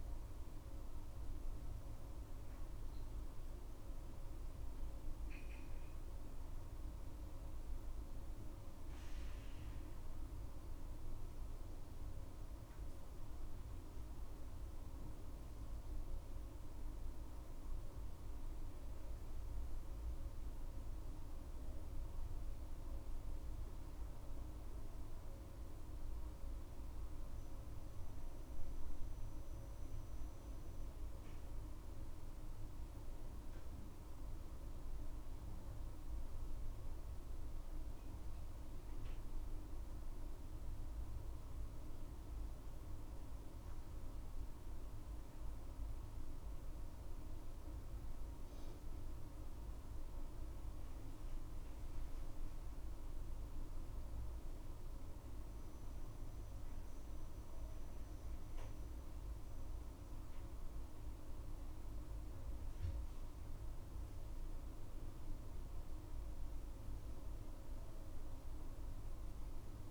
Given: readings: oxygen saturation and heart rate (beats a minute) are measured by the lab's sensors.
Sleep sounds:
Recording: breathing in sleep, hard to hear, by a room microphone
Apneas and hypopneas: none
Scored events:
16.50-22.00 s: arousal
29.00-69.91 s: new sleep stage, N1 (lightest sleep)
59.00-63.50 s: arousal
From the record:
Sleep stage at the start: N2 (light sleep)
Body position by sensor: on the back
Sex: female

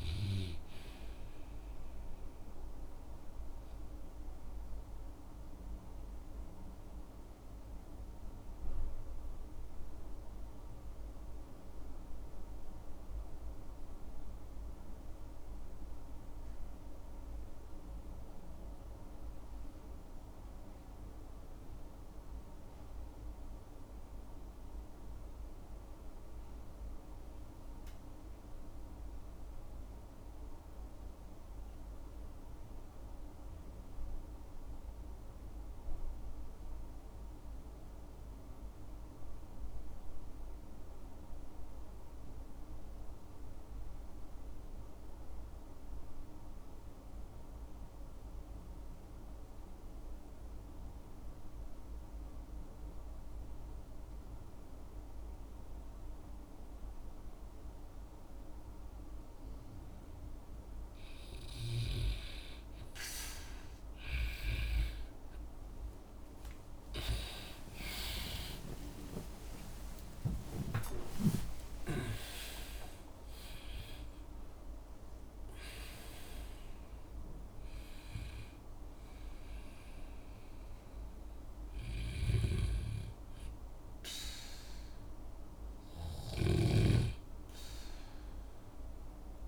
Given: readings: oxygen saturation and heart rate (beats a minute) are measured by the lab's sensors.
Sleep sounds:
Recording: breathing in sleep by a room microphone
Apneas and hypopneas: 1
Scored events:
4.00-60.00 s: obstructive apnea (oxygen 97% before, 69% lowest, heart rate 58 before, 51 extreme, up 23 after)
6.50-24.50 s: oxygen desaturation (device-marked, oxygen 96% before, 90% lowest, heart rate 59 before, 51 extreme)
66.50-74.50 s: tachycardia (device-marked, heart rate 61 before, 130 extreme)
67.00-72.00 s: arousal
86.00-89.48 s: snoring (device-marked)
From the record:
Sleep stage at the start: REM sleep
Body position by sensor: on the back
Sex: male

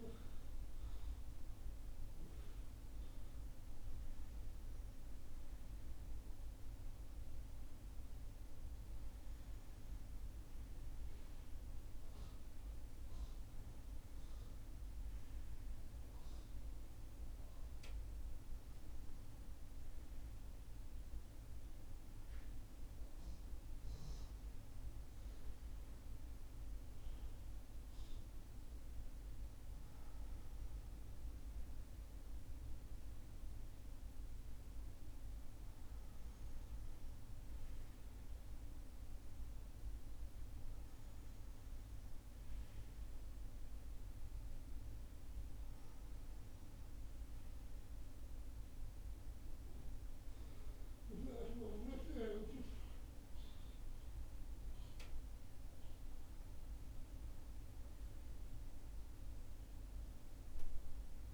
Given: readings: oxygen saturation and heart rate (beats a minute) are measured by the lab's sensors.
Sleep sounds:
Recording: breathing in sleep, hard to hear, by a room microphone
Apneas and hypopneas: none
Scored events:
0.00-9.00 s: oxygen desaturation (device-marked, oxygen 94% lowest, heart rate 61 extreme)
From the record:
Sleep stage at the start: N1 (lightest sleep)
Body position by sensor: on the back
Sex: male

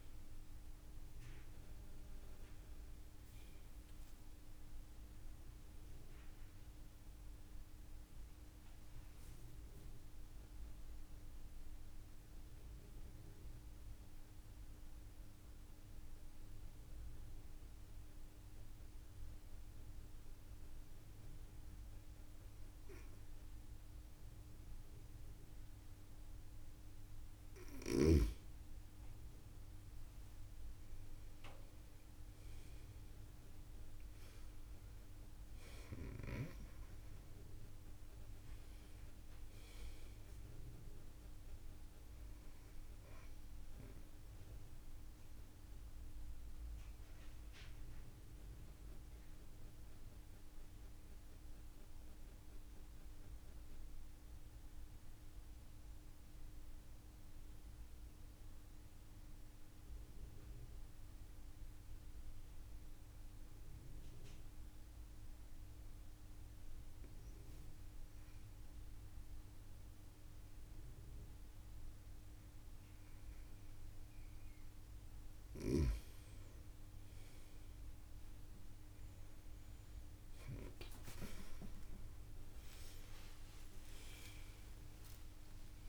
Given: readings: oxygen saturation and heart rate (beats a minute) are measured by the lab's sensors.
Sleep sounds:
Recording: breathing in sleep, hard to hear, by a room microphone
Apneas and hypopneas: 2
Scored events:
0.00-21.00 s: oxygen desaturation (device-marked, oxygen 92% lowest)
5.50-26.50 s: obstructive apnea (oxygen 97% before, 92% lowest)
29.00-33.50 s: arousal
32.00-62.00 s: oxygen desaturation (device-marked, oxygen 97% before, 92% lowest)
44.50-73.00 s: mixed apnea (oxygen 97% before, 92% lowest)
76.50-81.00 s: arousal
80.00-85.89 s: oxygen desaturation (device-marked, oxygen 96% before, 92% lowest)
80.50-82.50 s: long interval between heartbeats (device-marked)
84.00-85.89 s: long interval between heartbeats (device-marked)
From the record:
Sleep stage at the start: N2 (light sleep)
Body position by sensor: on the right side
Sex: female

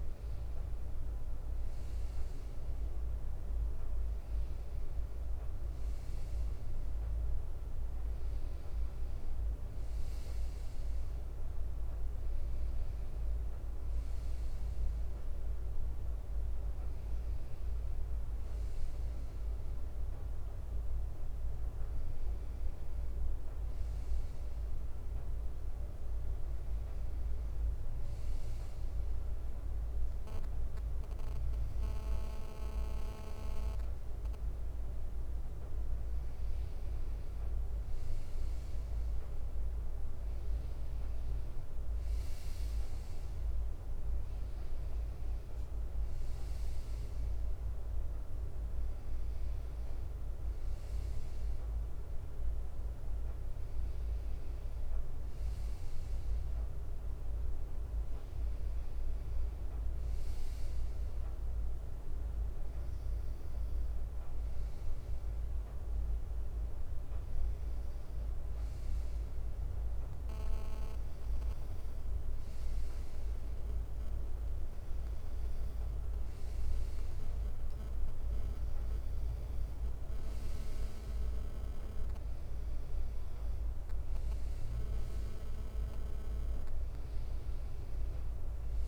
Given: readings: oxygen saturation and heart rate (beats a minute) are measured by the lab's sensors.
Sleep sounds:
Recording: breathing in sleep, hard to hear, by a room microphone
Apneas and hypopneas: none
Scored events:
0.00-2.50 s: bradycardia (device-marked, heart rate 57 extreme)
0.00-6.00 s: leg movement (device-marked)
25.50-28.50 s: leg movement (device-marked)
35.50-88.88 s: new sleep stage, N2 (light sleep)
52.50-54.50 s: bradycardia (device-marked, heart rate 62 before, 60 extreme)
60.50-62.00 s: leg movement (device-marked)
From the record:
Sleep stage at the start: N1 (lightest sleep)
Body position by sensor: on the right side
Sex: male

